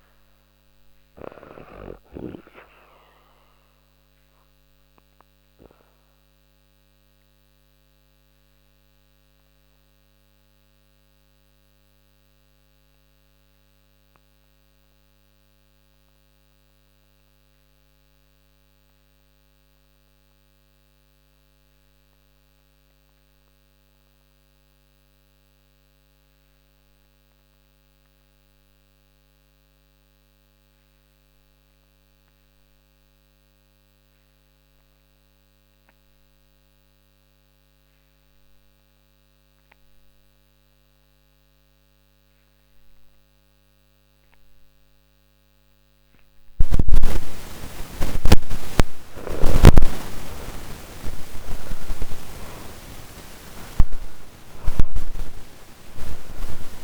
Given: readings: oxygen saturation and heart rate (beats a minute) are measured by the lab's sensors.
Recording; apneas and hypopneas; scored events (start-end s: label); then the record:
breathing in sleep by a microphone on the trachea; 1
0.00-21.50 s: oxygen desaturation (device-marked, oxygen 78% lowest, heart rate 46 extreme)
2.50-47.00 s: obstructive apnea (oxygen 97% before, 74% lowest, heart rate 89 before, 44 extreme, up 39 after)
31.50-56.84 s: oxygen desaturation (device-marked, oxygen 98% before, 74% lowest, heart rate 52 before, 44 extreme)
From the record:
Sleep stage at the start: N2 (light sleep); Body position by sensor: on the back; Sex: female